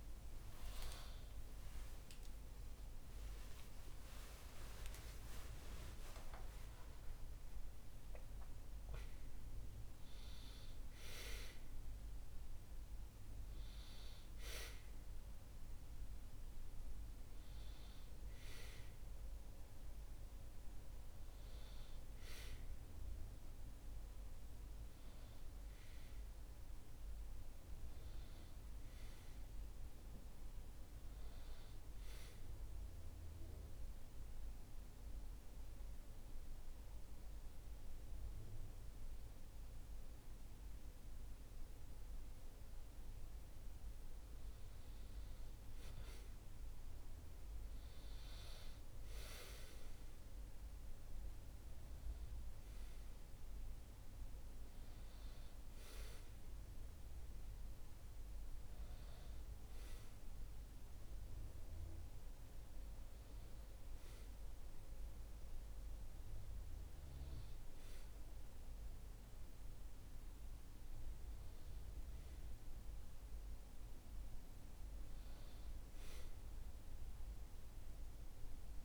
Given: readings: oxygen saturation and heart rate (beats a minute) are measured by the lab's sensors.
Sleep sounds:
breathing in sleep, hard to hear, by a room microphone; 1
3.50-9.00 s: arousal
32.00-43.50 s: central apnea (oxygen 96% before, 93% lowest, heart rate 78 before, 65 extreme, up 7 after)
46.50-51.50 s: arousal
52.00-66.00 s: oxygen desaturation (device-marked, oxygen 96% before, 93% lowest, heart rate 70 before, 73 extreme)
From the record:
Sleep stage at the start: N1 (lightest sleep); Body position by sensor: on the back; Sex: male

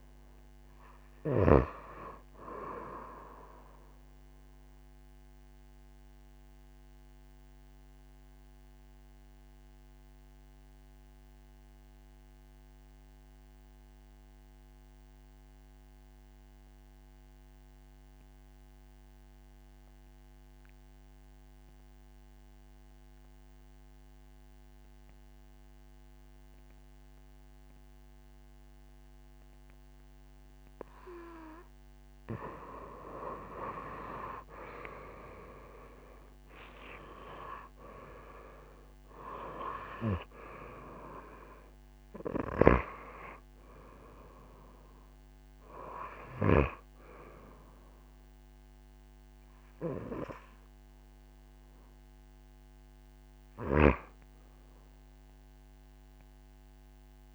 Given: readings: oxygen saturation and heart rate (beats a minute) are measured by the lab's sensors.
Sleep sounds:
breathing in sleep by a microphone on the trachea; 1
0.00-7.50 s: oxygen desaturation (device-marked, oxygen 90% lowest)
4.00-31.00 s: obstructive apnea (oxygen 97% before, 87% lowest)
30.50-57.35 s: oxygen desaturation (device-marked, oxygen 98% before, 87% lowest)
34.50-38.00 s: arousal
From the record:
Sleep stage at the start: N2 (light sleep); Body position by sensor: on the back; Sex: female

